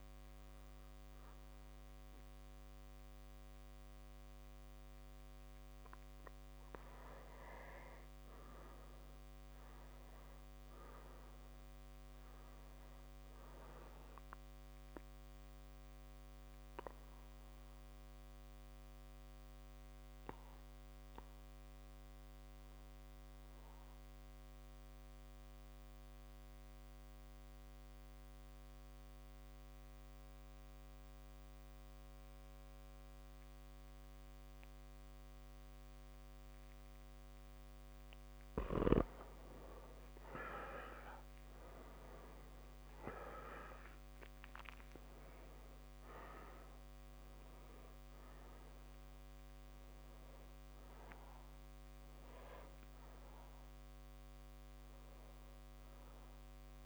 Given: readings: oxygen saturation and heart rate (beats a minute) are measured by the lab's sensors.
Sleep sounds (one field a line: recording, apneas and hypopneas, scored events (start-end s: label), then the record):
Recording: breathing in sleep by a microphone on the trachea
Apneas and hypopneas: 1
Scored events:
0.00-3.00 s: arousal
4.50-6.50 s: long interval between heartbeats (device-marked)
9.00-34.00 s: oxygen desaturation (device-marked, oxygen 99% before, 94% lowest)
15.50-38.00 s: mixed apnea (oxygen 100% before, 90% lowest)
40.00-44.50 s: arousal
47.00-56.86 s: oxygen desaturation (device-marked, oxygen 97% before, 90% lowest)
From the record:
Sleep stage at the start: N2 (light sleep)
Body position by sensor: on the back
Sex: male